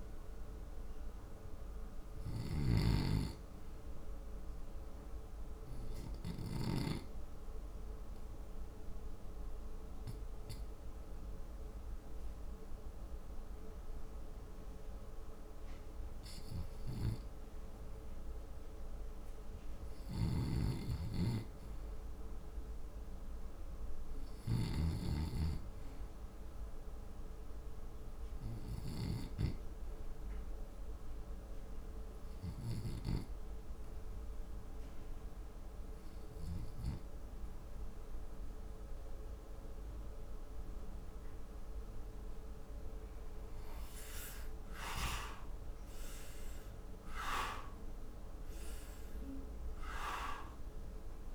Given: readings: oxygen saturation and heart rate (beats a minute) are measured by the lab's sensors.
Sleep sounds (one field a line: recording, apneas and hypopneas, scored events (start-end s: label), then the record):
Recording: breathing in sleep by a room microphone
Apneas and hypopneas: 2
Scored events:
0.00-3.00 s: snoring (device-marked)
0.00-24.00 s: oxygen desaturation (device-marked, oxygen 89% lowest, heart rate 63 extreme)
4.50-19.00 s: central apnea (oxygen 98% before, 80% lowest, heart rate 68 before, 63 extreme, up 2 after)
29.00-46.00 s: oxygen desaturation (device-marked, oxygen 91% before, 80% lowest, heart rate 66 before, 66 extreme)
31.50-43.00 s: central apnea (oxygen 91% before, 80% lowest, heart rate 66 before, 67 extreme, up 14 after)
46.50-51.00 s: arousal
From the record:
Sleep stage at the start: REM sleep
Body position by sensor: on the back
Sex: male